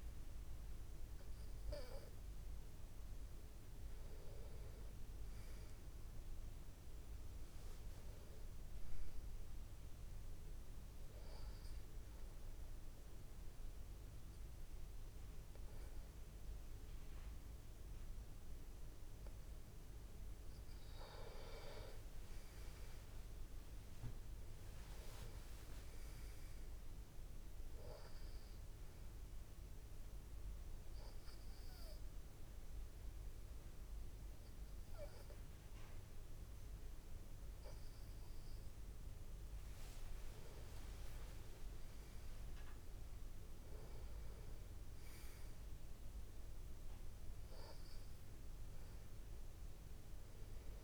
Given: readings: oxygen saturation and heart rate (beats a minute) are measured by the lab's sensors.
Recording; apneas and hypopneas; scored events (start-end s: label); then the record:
breathing in sleep, hard to hear, by a room microphone; 2
12.00-22.00 s: obstructive apnea (oxygen 94% before, 91% lowest)
24.00-27.50 s: arousal
29.00-39.50 s: obstructive apnea (oxygen 94% before, 91% lowest)
43.00-46.50 s: arousal
From the record:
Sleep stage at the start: N2 (light sleep); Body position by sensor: on the back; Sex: male